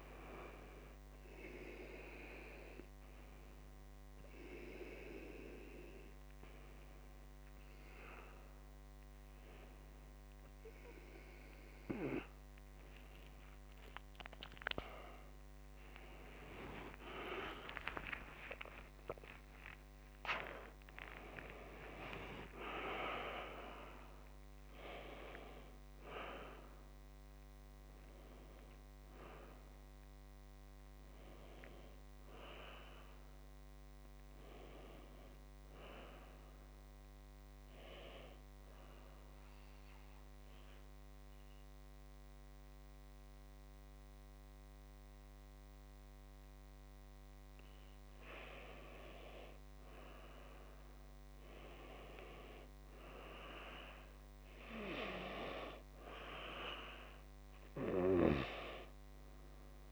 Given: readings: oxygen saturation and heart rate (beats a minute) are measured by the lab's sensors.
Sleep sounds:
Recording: breathing in sleep by a microphone on the trachea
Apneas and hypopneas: 1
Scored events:
0.00-2.50 s: arousal
13.50-18.00 s: arousal
13.50-59.92 s: new sleep stage, N1 (lightest sleep)
14.50-22.50 s: tachycardia (device-marked, heart rate 58 before, 159 extreme)
16.50-18.50 s: long interval between heartbeats (device-marked, heart rate 65 before, 91 extreme)
20.00-22.00 s: long interval between heartbeats (device-marked, heart rate 73 before, 151 extreme)
39.00-49.00 s: central apnea (oxygen 96% before, 92% lowest, heart rate 101 before, 45 extreme, up 9 after)
51.50-55.50 s: arousal
58.50-59.92 s: oxygen desaturation (device-marked, oxygen 99% before, 93% lowest, heart rate 50 before, 47 extreme)
From the record:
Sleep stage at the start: N2 (light sleep)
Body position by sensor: on the back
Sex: male

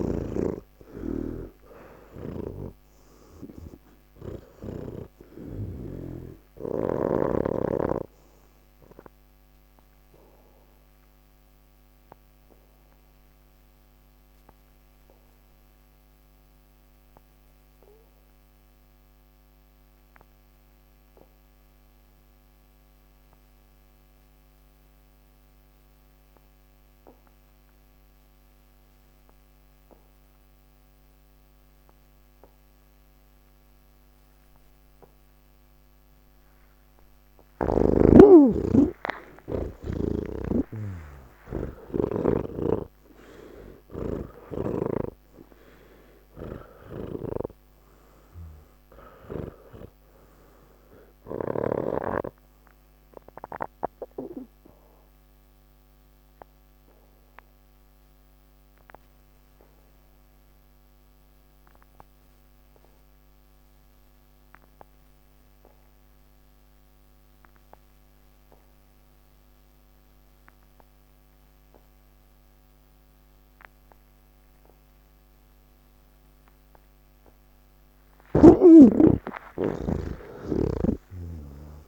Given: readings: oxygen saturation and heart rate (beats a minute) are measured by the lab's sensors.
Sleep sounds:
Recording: breathing in sleep by a microphone on the trachea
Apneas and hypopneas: 2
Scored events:
0.00-6.00 s: snoring (device-marked)
10.50-36.00 s: obstructive apnea (oxygen 98% before, 80% lowest)
11.50-22.50 s: oxygen desaturation (device-marked, oxygen 97% before, 83% lowest)
30.50-67.50 s: oxygen desaturation (device-marked, oxygen 98% before, 80% lowest)
53.50-76.50 s: obstructive apnea (oxygen 98% before, 80% lowest)
74.50-81.88 s: oxygen desaturation (device-marked, oxygen 98% before, 82% lowest)
From the record:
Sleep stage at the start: N3 (deep sleep)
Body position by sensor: on the back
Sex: male

